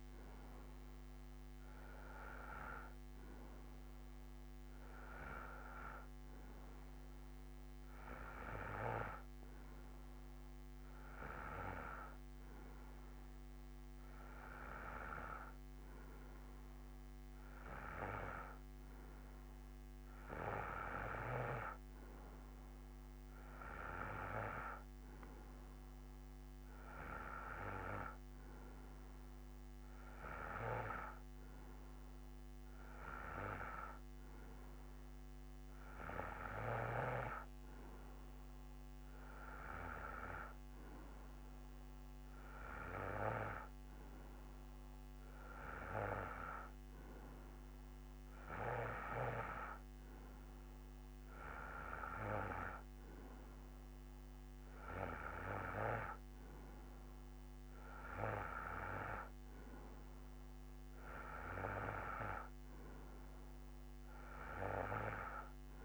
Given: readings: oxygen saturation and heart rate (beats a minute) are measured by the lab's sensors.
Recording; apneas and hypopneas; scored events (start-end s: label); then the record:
breathing in sleep by a microphone on the trachea; none
none scored
From the record:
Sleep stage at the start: N2 (light sleep); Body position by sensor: on the right side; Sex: male